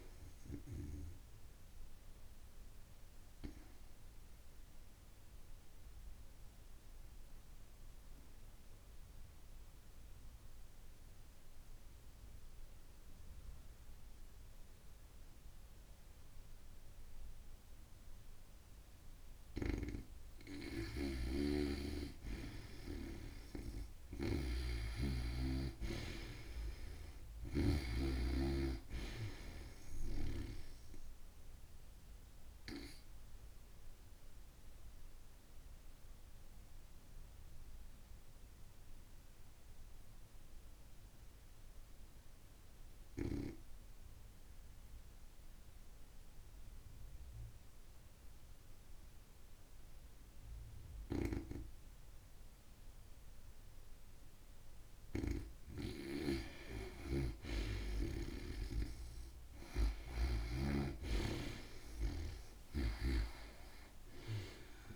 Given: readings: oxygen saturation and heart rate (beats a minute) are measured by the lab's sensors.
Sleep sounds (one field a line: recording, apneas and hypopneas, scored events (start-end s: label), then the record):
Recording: breathing in sleep by a room microphone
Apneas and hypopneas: 2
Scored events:
2.00-19.00 s: obstructive apnea (oxygen 94% before, 89% lowest, heart rate 59 before, 54 extreme, up 32 after)
19.00-27.50 s: snoring (device-marked)
22.00-26.50 s: arousal
25.50-47.50 s: oxygen desaturation (device-marked, oxygen 96% before, 90% lowest, heart rate 67 before, 53 extreme)
33.00-53.50 s: obstructive apnea (oxygen 96% before, 89% lowest)
50.50-60.00 s: snoring (device-marked)
59.50-64.96 s: oxygen desaturation (device-marked, oxygen 94% before, 89% lowest)
61.00-64.96 s: arousal
From the record:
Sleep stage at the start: N2 (light sleep)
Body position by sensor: on the back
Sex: female